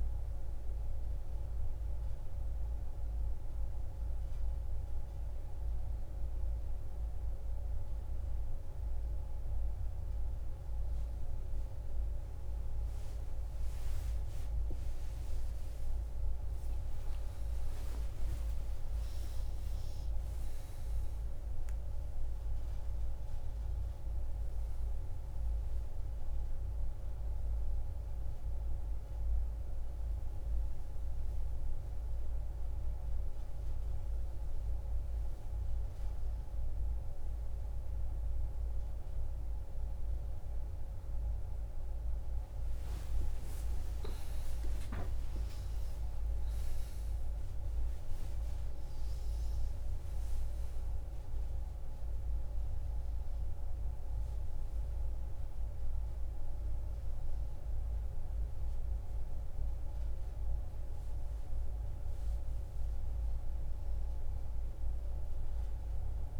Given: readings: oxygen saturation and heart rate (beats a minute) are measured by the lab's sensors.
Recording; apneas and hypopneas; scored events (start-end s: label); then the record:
a person awake in a sleep study, hard to hear, by a room microphone; none
0.00-4.50 s: oxygen desaturation (device-marked, oxygen 91% lowest)
51.50-60.50 s: oxygen desaturation (device-marked, oxygen 98% before, 95% lowest)
64.50-66.40 s: new sleep stage, N1 (lightest sleep)
From the record:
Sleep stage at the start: awake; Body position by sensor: on the right side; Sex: female